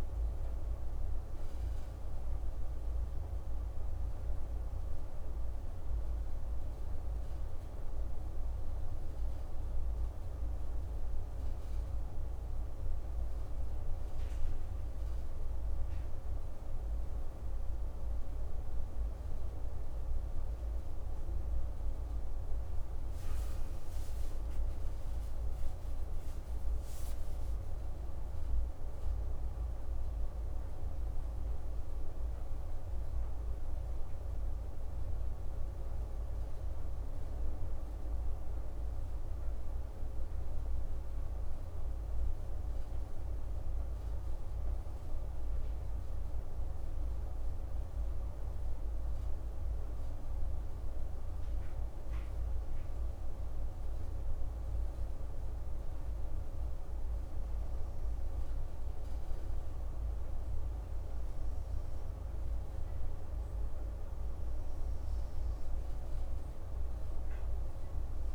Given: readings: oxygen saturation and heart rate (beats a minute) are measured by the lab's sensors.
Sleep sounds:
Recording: breathing in sleep, hard to hear, by a room microphone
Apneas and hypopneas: none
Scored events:
23.00-28.00 s: arousal
37.00-68.35 s: new sleep stage, N2 (light sleep)
From the record:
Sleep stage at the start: N1 (lightest sleep)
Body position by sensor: on the right side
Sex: male

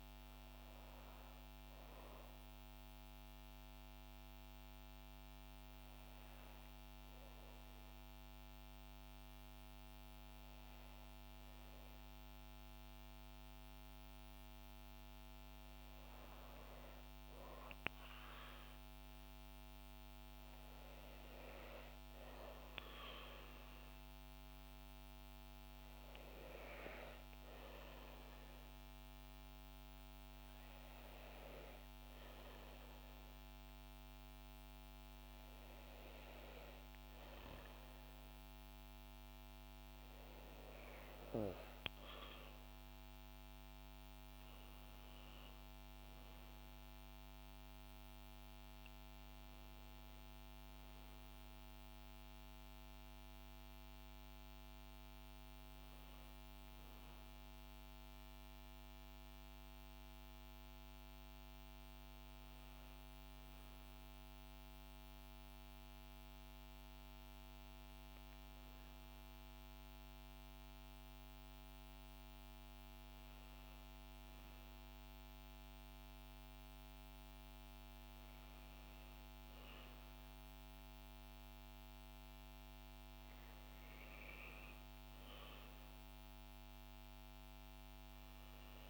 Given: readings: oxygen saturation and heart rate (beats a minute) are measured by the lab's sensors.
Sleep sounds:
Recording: breathing in sleep, hard to hear, by a microphone on the trachea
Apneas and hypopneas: none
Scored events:
0.00-9.50 s: oxygen desaturation (device-marked, oxygen 93% lowest, heart rate 62 extreme)
From the record:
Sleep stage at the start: N2 (light sleep)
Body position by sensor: on the back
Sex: female

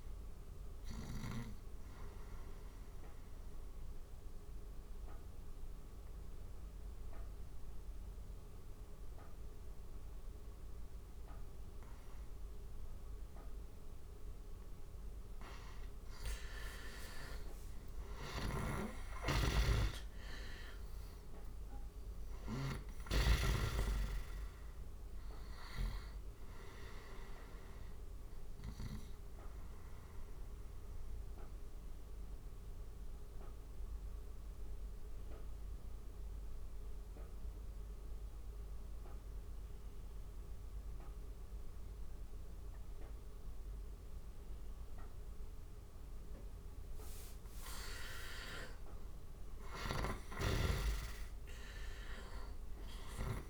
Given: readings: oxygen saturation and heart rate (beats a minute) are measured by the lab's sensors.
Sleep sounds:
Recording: breathing in sleep by a room microphone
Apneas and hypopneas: 2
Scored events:
1.50-14.50 s: obstructive apnea (oxygen 97% before, 89% lowest, heart rate 80 before, 72 extreme, up 10 after)
17.50-22.00 s: snoring (device-marked)
18.00-22.00 s: arousal
28.00-47.00 s: oxygen desaturation (device-marked, oxygen 95% before, 89% lowest, heart rate 79 before, 73 extreme)
29.50-46.50 s: obstructive apnea (oxygen 97% before, 89% lowest, heart rate 79 before, 73 extreme, up 8 after)
48.00-51.00 s: arousal
49.00-53.49 s: snoring (device-marked)
From the record:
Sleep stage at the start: N2 (light sleep)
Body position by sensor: on the right side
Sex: male

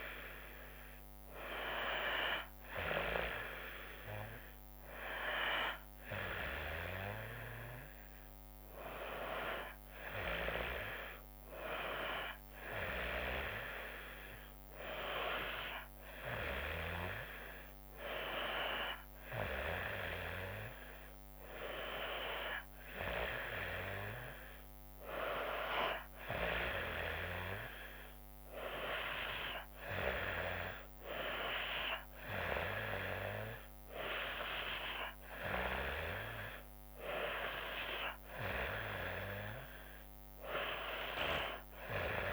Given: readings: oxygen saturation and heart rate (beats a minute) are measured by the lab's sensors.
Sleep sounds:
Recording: breathing in sleep by a microphone on the trachea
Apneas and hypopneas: none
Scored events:
none scored
From the record:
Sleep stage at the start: N2 (light sleep)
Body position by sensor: on the back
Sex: female

